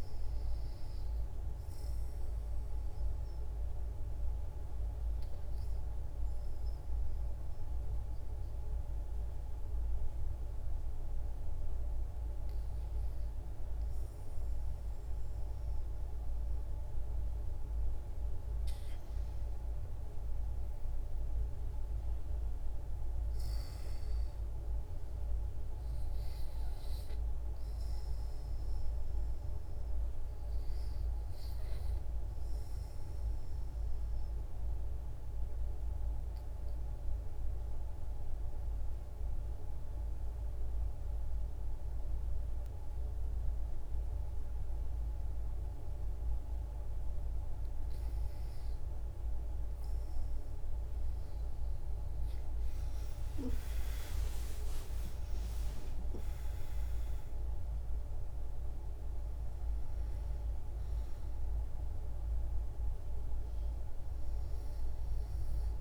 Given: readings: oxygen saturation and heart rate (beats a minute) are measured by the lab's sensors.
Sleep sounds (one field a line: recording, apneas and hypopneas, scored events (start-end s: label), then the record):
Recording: breathing in sleep, hard to hear, by a room microphone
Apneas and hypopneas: 2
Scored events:
1.00-38.00 s: oxygen desaturation (device-marked, oxygen 96% before, 88% lowest, heart rate 62 before, 66 extreme)
1.50-12.50 s: obstructive apnea (oxygen 96% before, 84% lowest, heart rate 62 before, 66 extreme, up 6 after)
14.50-18.50 s: arousal
34.00-46.50 s: obstructive apnea (oxygen 92% before, 84% lowest, heart rate 72 before, 65 extreme, up 3 after)
50.00-65.81 s: oxygen desaturation (device-marked, oxygen 94% before, 84% lowest, heart rate 68 before, 62 extreme)
52.00-56.50 s: arousal
From the record:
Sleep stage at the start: REM sleep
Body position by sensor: on the back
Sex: female